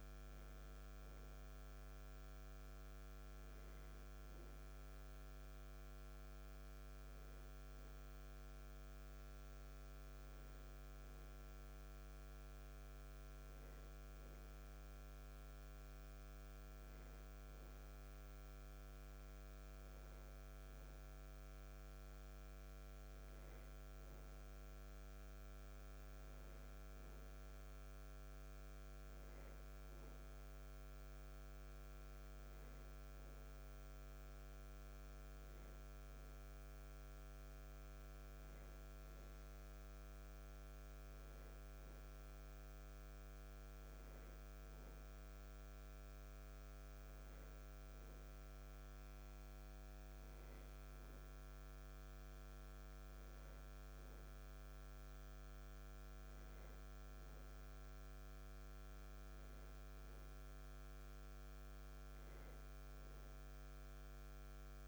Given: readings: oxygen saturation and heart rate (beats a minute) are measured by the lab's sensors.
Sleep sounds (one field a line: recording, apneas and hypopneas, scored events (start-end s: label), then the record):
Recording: a person awake in a sleep study, hard to hear, by a microphone on the trachea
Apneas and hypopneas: none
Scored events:
43.50-64.88 s: new sleep stage, N1 (lightest sleep)
From the record:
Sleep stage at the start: awake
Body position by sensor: on the back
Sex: male